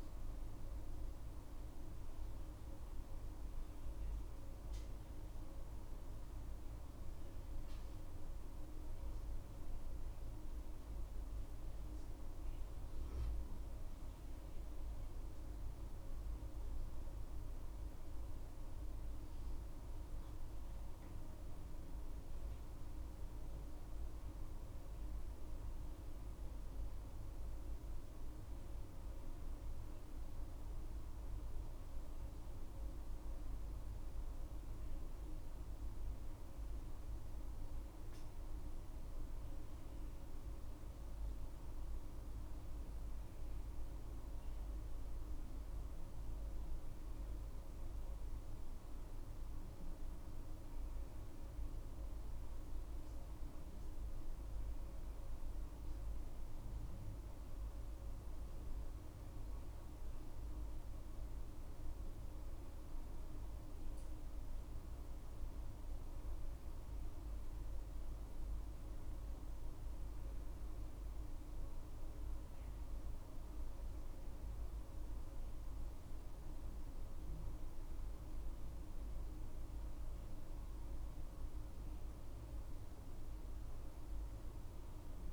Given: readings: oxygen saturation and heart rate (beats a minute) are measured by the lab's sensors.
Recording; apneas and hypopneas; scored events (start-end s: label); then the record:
a person awake in a sleep study, hard to hear, by a room microphone; none
64.00-85.33 s: new sleep stage, N1 (lightest sleep)
From the record:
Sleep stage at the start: awake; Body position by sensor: on the back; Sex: female